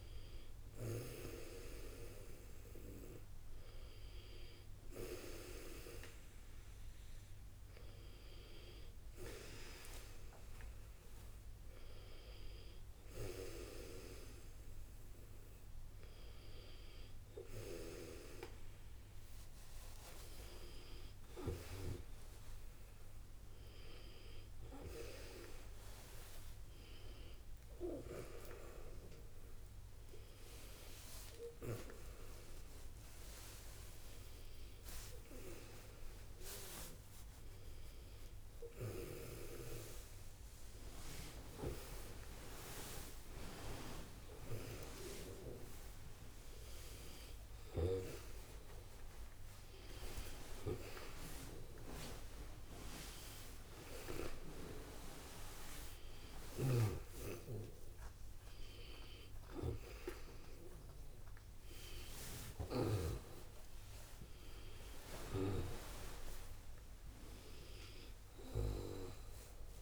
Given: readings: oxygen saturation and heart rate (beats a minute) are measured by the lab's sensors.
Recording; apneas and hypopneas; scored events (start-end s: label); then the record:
a person partly awake in a sleep study, by a room microphone; none
39.50-69.50 s: new sleep stage, awake
69.50-69.82 s: new sleep stage, N2 (light sleep)
From the record:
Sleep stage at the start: N1 (lightest sleep); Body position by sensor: on the back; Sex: female